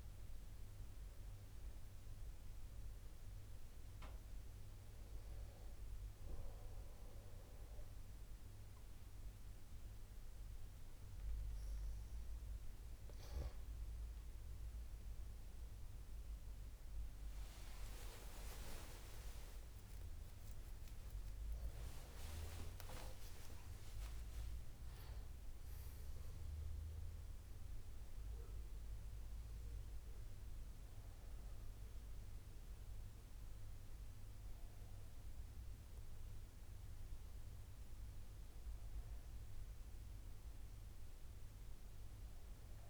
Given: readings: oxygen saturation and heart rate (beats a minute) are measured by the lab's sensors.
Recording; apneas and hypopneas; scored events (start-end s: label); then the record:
breathing in sleep by a room microphone; none
19.00-26.00 s: arousal
From the record:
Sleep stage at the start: N1 (lightest sleep); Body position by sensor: on the back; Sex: male